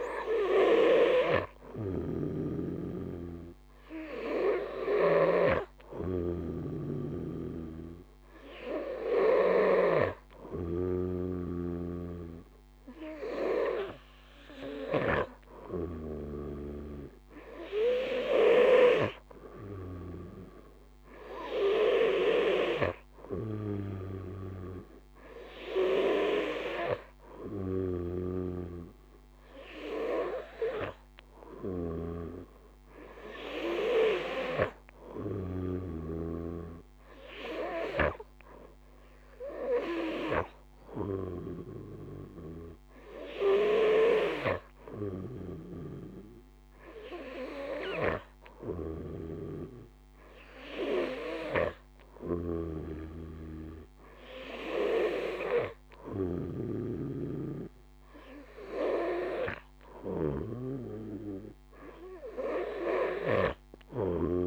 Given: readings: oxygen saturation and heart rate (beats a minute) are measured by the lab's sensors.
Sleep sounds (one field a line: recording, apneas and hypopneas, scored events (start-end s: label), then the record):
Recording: breathing in sleep by a microphone on the trachea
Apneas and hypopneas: none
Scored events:
0.00-4.50 s: snoring (device-marked)
6.50-14.50 s: snoring (device-marked)
27.00-35.50 s: snoring (device-marked)
48.00-64.47 s: snoring (device-marked)
From the record:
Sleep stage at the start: N2 (light sleep)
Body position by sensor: on the back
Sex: male